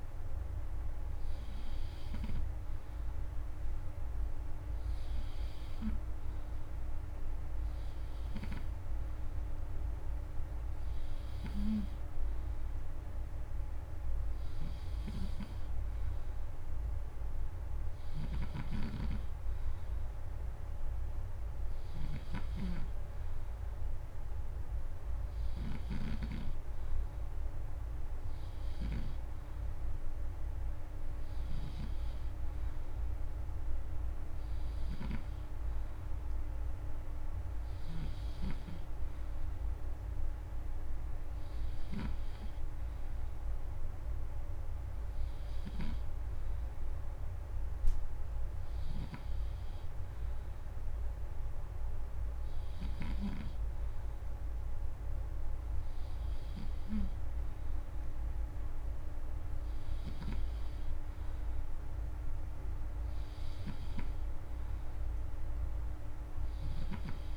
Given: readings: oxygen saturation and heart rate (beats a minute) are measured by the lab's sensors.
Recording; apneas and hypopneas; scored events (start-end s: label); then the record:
breathing in sleep by a room microphone; none
14.50-42.00 s: snoring (device-marked)
48.50-53.00 s: snoring (device-marked)
From the record:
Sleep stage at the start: N3 (deep sleep); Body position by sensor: on the back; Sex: male